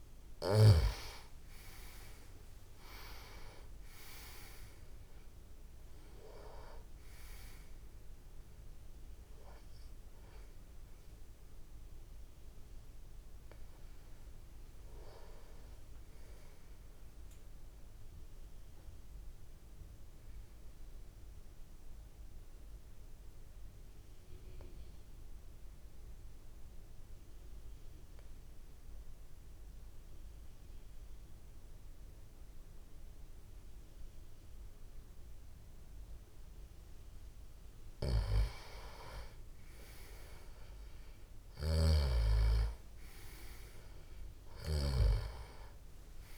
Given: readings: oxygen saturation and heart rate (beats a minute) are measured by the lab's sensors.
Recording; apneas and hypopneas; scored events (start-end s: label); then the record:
breathing in sleep by a room microphone; 1
0.00-1.00 s: snoring (device-marked)
0.00-20.50 s: tachycardia (device-marked, heart rate 171 extreme)
0.00-23.50 s: oxygen desaturation (device-marked, oxygen 89% lowest)
18.00-37.00 s: obstructive apnea (oxygen 97% before, 90% lowest)
38.00-45.00 s: snoring (device-marked)
38.50-42.00 s: arousal
39.50-46.38 s: oxygen desaturation (device-marked, oxygen 98% before, 90% lowest)
From the record:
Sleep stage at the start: N2 (light sleep); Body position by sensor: on the back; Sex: male